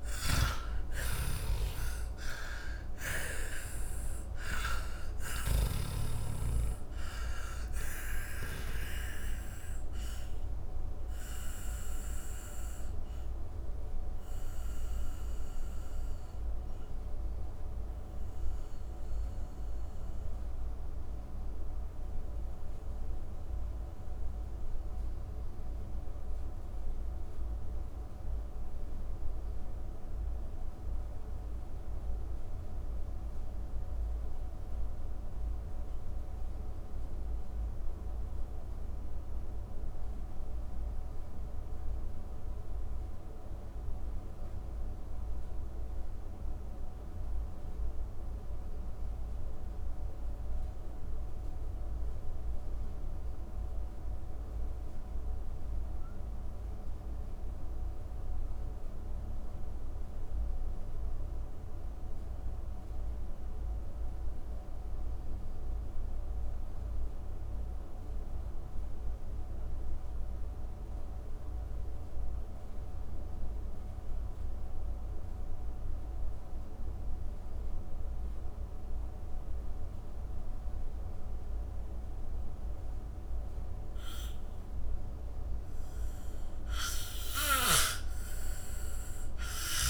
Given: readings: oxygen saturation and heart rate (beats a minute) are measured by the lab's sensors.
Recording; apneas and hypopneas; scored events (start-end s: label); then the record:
breathing in sleep by a room microphone; 1
0.00-1.00 s: arousal
0.00-5.00 s: snoring (device-marked)
0.00-47.00 s: oxygen desaturation (device-marked, oxygen 79% lowest, heart rate 46 extreme)
7.00-85.50 s: mixed apnea (oxygen 98% before, 76% lowest, heart rate 82 before, 50 extreme)
74.00-89.90 s: oxygen desaturation (device-marked, oxygen 98% before, 76% lowest, heart rate 101 before, 50 extreme)
88.00-89.90 s: arousal
From the record:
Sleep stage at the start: N2 (light sleep); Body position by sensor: on the back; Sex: male